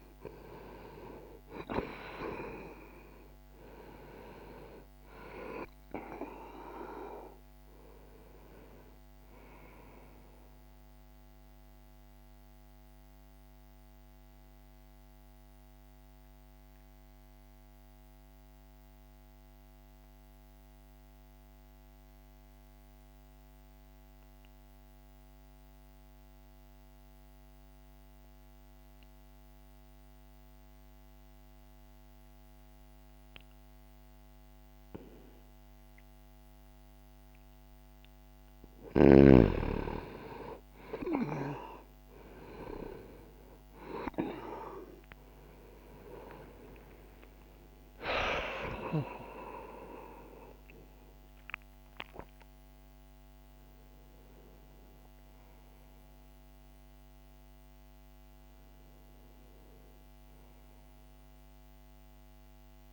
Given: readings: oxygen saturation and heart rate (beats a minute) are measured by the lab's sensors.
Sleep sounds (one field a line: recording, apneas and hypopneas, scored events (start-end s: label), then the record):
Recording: breathing in sleep by a microphone on the trachea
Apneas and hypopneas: 1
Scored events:
0.00-1.00 s: arousal
0.00-31.50 s: oxygen desaturation (device-marked, oxygen 86% lowest, heart rate 59 extreme)
10.00-37.50 s: obstructive apnea (oxygen 97% before, 86% lowest, heart rate 60 before, 59 extreme, up 0 after)
37.50-62.50 s: oxygen desaturation (device-marked, oxygen 98% before, 90% lowest, heart rate 62 before, 60 extreme)
42.50-47.00 s: arousal
From the record:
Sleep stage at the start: N2 (light sleep)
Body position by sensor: on the right side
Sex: male